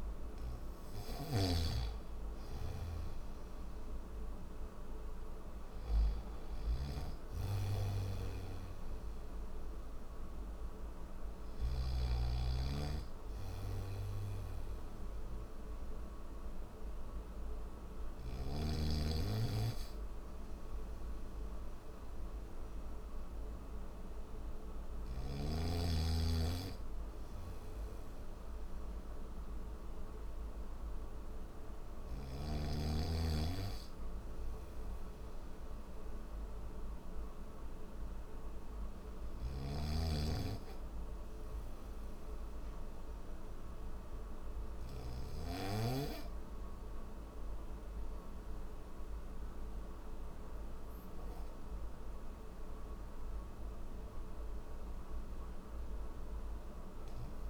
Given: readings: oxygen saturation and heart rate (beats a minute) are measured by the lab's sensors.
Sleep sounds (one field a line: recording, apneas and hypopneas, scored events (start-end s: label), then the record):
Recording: breathing in sleep by a room microphone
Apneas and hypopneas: none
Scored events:
0.50-11.50 s: snoring (device-marked)
38.50-44.50 s: snoring (device-marked)
From the record:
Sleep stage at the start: N3 (deep sleep)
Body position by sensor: on the back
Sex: male